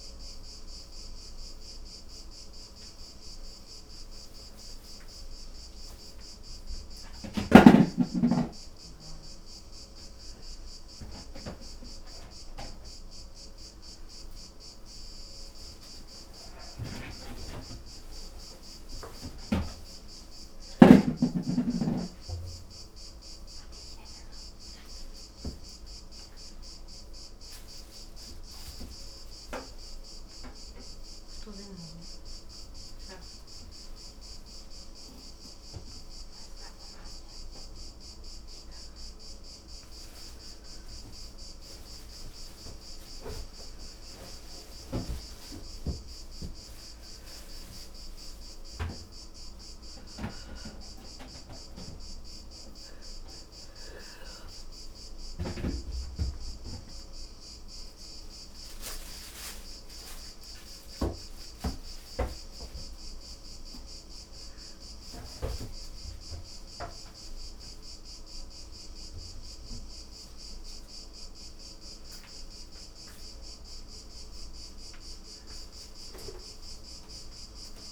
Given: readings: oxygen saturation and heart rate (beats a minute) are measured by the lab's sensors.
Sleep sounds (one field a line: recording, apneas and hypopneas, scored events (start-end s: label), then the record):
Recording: a person awake in a sleep study, by a room microphone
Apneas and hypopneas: 1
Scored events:
60.00-73.50 s: hypopnea (oxygen 98% before, 95% lowest)
From the record:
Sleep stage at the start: awake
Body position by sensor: on the back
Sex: female